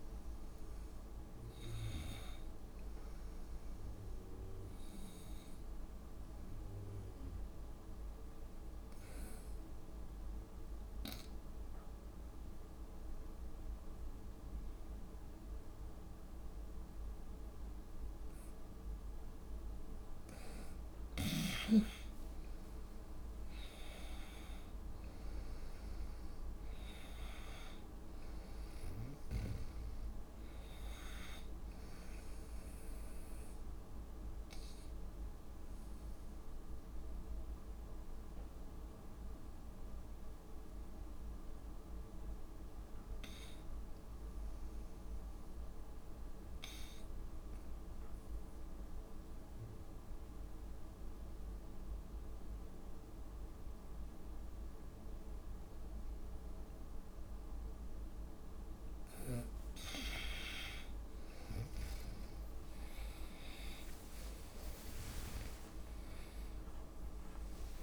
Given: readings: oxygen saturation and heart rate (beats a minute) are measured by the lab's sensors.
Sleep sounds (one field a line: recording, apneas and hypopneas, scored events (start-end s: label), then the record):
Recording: breathing in sleep by a room microphone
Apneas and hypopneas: 2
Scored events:
0.00-2.00 s: long interval between heartbeats (device-marked, heart rate 76 before, 87 extreme)
0.00-4.00 s: arousal
9.00-20.50 s: obstructive apnea (oxygen 96% before, 84% lowest, heart rate 86 before, 62 extreme, up 17 after)
12.50-46.50 s: oxygen desaturation (device-marked, oxygen 95% before, 84% lowest, heart rate 79 before, 62 extreme)
22.00-26.50 s: arousal
34.50-58.00 s: obstructive apnea (oxygen 95% before, 84% lowest, heart rate 71 before, 62 extreme)
58.50-67.83 s: tachycardia (device-marked, heart rate 77 before, 168 extreme)
60.50-64.50 s: arousal
60.50-67.83 s: oxygen desaturation (device-marked, oxygen 97% before, 85% lowest, heart rate 67 before, 62 extreme)
61.00-63.00 s: long interval between heartbeats (device-marked, heart rate 67 before, 89 extreme)
64.50-66.50 s: long interval between heartbeats (device-marked, heart rate 76 before, 151 extreme)
64.50-67.83 s: drop in pulse transit time (device-marked, heart rate 76 before, 129 extreme)
From the record:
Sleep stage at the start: N2 (light sleep)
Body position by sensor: on the front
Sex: female